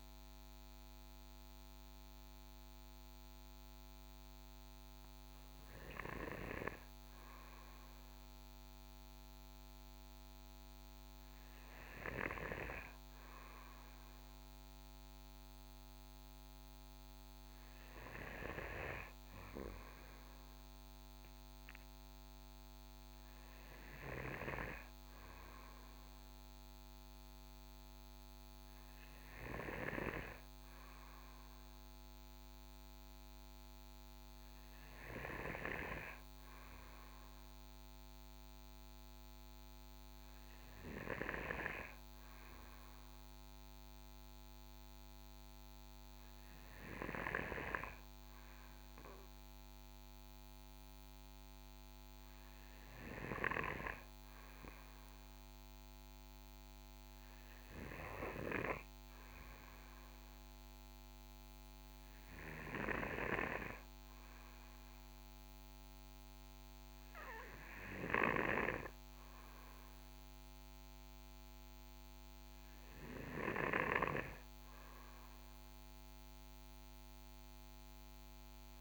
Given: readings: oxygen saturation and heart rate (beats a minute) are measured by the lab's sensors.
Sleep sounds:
breathing in sleep by a microphone on the trachea; none
none scored
From the record:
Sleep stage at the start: N2 (light sleep); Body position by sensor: on the right side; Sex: male

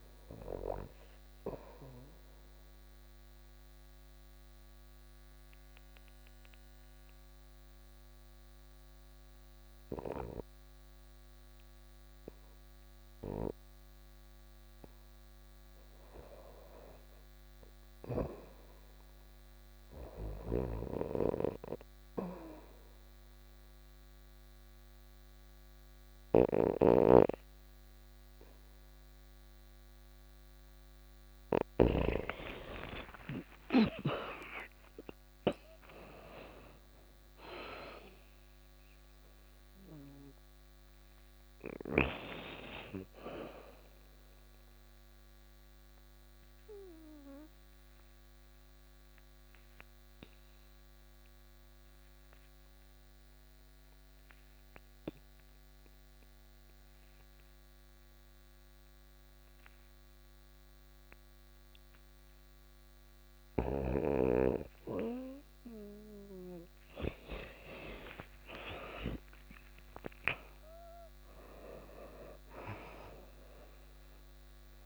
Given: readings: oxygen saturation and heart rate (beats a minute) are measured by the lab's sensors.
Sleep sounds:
breathing in sleep by a microphone on the trachea; 3
0.00-11.00 s: oxygen desaturation (device-marked, oxygen 79% lowest, heart rate 87 extreme)
1.50-14.50 s: obstructive apnea (oxygen 90% before, 78% lowest, heart rate 88 before, 87 extreme)
16.00-18.00 s: arousal
18.00-32.00 s: oxygen desaturation (device-marked, oxygen 90% before, 78% lowest, heart rate 89 before, 89 extreme)
19.50-31.00 s: snoring (device-marked)
21.00-31.00 s: obstructive apnea (oxygen 90% before, 77% lowest, heart rate 90 before, 91 extreme, up 12 after)
32.00-35.50 s: arousal
34.00-49.00 s: oxygen desaturation (device-marked, oxygen 89% before, 80% lowest, heart rate 90 before, 86 extreme)
43.00-63.00 s: obstructive apnea (oxygen 90% before, 76% lowest, heart rate 94 before, 86 extreme, up 3 after)
61.00-74.86 s: oxygen desaturation (device-marked, oxygen 98% before, 77% lowest, heart rate 95 before, 82 extreme)
65.50-70.00 s: arousal
From the record:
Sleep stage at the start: REM sleep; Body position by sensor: on the back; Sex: female

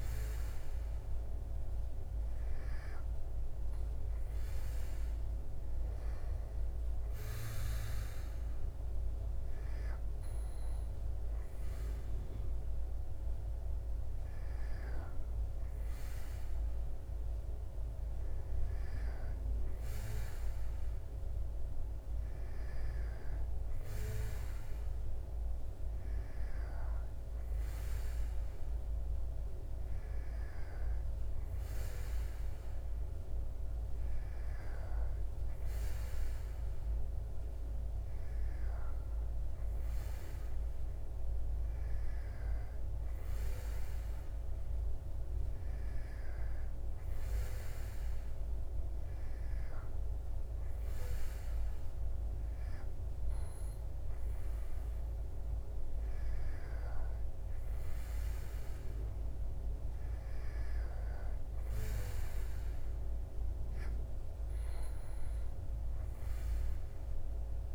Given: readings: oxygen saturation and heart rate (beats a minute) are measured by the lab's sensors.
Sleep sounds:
breathing in sleep, hard to hear, by a room microphone; none
none scored
From the record:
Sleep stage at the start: N2 (light sleep); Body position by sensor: on the back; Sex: male

